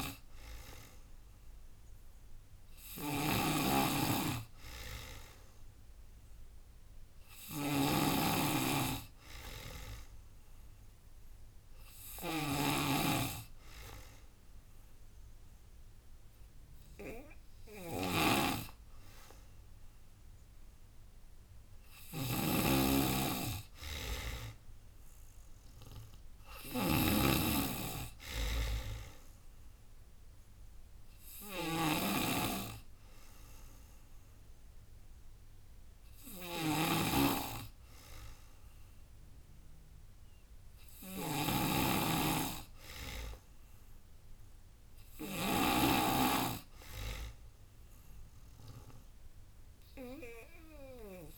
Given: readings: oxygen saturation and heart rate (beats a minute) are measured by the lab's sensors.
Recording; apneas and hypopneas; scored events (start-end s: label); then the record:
breathing in sleep by a room microphone; 1
0.00-16.50 s: tachycardia (device-marked, heart rate 179 extreme)
0.00-45.50 s: snoring (device-marked)
2.00-4.00 s: long interval between heartbeats (device-marked, heart rate 135 before, 116 extreme)
5.00-7.00 s: long interval between heartbeats (device-marked, heart rate 131 before, 105 extreme)
7.00-9.00 s: long interval between heartbeats (device-marked, heart rate 127 before, 119 extreme)
12.00-14.00 s: long interval between heartbeats (device-marked, heart rate 118 before, 114 extreme)
16.00-18.00 s: long interval between heartbeats (device-marked, heart rate 117 before, 120 extreme)
21.00-24.50 s: arousal
22.50-29.50 s: tachycardia (device-marked, heart rate 80 before, 118 extreme)
24.00-26.00 s: long interval between heartbeats (device-marked, heart rate 109 before, 99 extreme)
26.00-28.00 s: long interval between heartbeats (device-marked, heart rate 108 before, 114 extreme)
29.00-31.00 s: long interval between heartbeats (device-marked, heart rate 108 before, 116 extreme)
29.00-41.00 s: obstructive apnea (oxygen 95% before, 92% lowest, heart rate 108 before, 89 extreme, up 34 after)
35.00-37.00 s: long interval between heartbeats (device-marked, heart rate 107 before, 98 extreme)
35.50-51.38 s: tachycardia (device-marked, heart rate 83 before, 127 extreme)
38.50-40.50 s: long interval between heartbeats (device-marked, heart rate 103 before, 101 extreme)
43.00-45.50 s: arousal
44.50-46.50 s: long interval between heartbeats (device-marked, heart rate 108 before, 105 extreme)
49.00-51.00 s: long interval between heartbeats (device-marked, heart rate 108 before, 123 extreme)
From the record:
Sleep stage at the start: N2 (light sleep); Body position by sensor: on the back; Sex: female